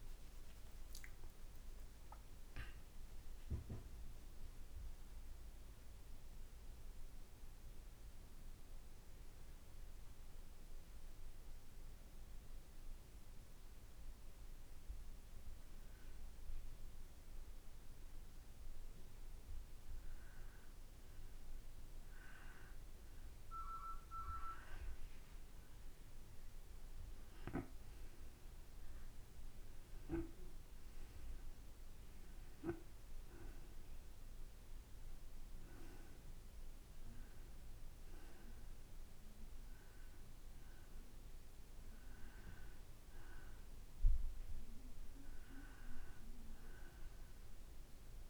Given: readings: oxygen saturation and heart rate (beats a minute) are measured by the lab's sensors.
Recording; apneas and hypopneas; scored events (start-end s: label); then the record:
breathing in sleep by a room microphone; 1
2.00-5.50 s: arousal
9.50-24.00 s: hypopnea (oxygen 95% before, 91% lowest, heart rate 61 before, 55 extreme, up 6 after)
26.00-29.50 s: arousal
30.50-46.50 s: oxygen desaturation (device-marked, oxygen 96% before, 91% lowest, heart rate 57 before, 57 extreme)
From the record:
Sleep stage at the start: N2 (light sleep); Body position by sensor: on the back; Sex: male